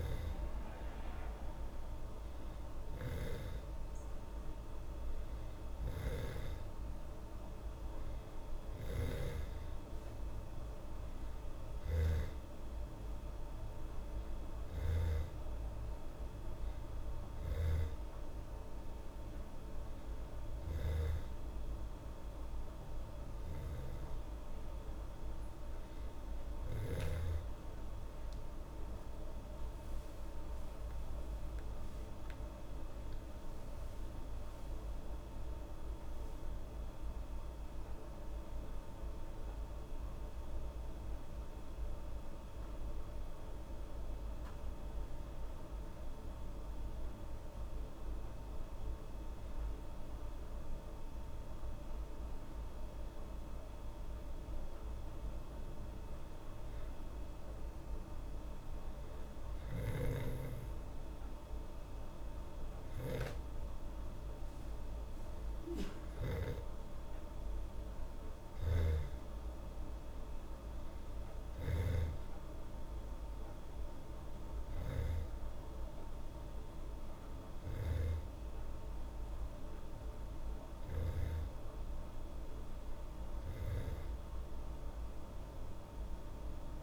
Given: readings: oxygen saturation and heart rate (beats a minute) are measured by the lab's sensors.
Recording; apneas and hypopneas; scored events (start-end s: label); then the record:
breathing in sleep, hard to hear, by a room microphone; none
11.50-27.00 s: snoring (device-marked)
29.50-34.50 s: arousal
68.50-78.00 s: snoring (device-marked)
From the record:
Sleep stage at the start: N2 (light sleep); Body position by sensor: on the back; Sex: female